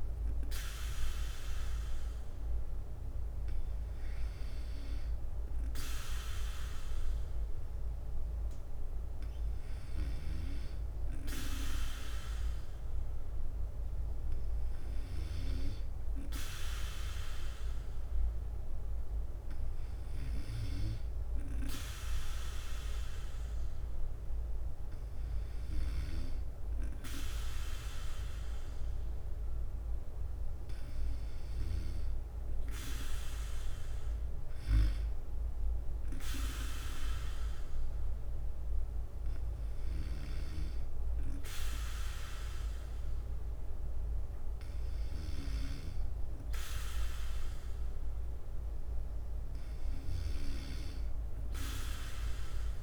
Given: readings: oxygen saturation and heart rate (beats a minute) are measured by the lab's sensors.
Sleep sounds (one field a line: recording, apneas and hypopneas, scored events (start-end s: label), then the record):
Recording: breathing in sleep by a room microphone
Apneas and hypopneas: none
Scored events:
4.50-9.50 s: bradycardia (device-marked, heart rate 60 before, 59 extreme)
14.50-36.50 s: bradycardia (device-marked, heart rate 60 before, 56 extreme)
39.50-52.83 s: bradycardia (device-marked, heart rate 60 before, 54 extreme)
From the record:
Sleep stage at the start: N2 (light sleep)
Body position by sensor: on the back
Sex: male